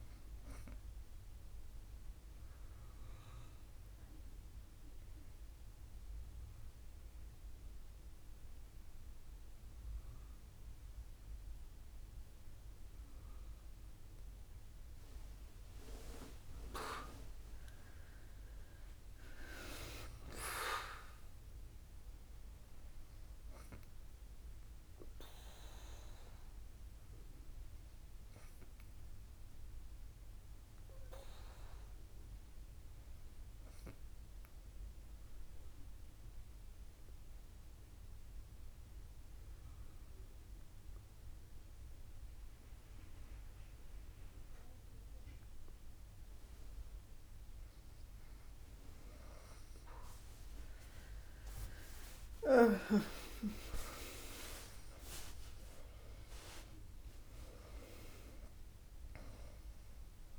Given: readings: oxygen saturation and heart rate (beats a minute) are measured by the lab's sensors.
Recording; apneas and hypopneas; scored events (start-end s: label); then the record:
breathing in sleep by a room microphone; 2
1.00-16.50 s: obstructive apnea (oxygen 98% before, 97% lowest, heart rate 78 before, 58 extreme, up 39 after)
18.00-21.50 s: arousal
35.00-48.50 s: obstructive apnea (oxygen 99% before, 96% lowest, heart rate 74 before, 57 extreme, up 57 after)
51.50-56.00 s: arousal
From the record:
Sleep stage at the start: N2 (light sleep); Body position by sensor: on the back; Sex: female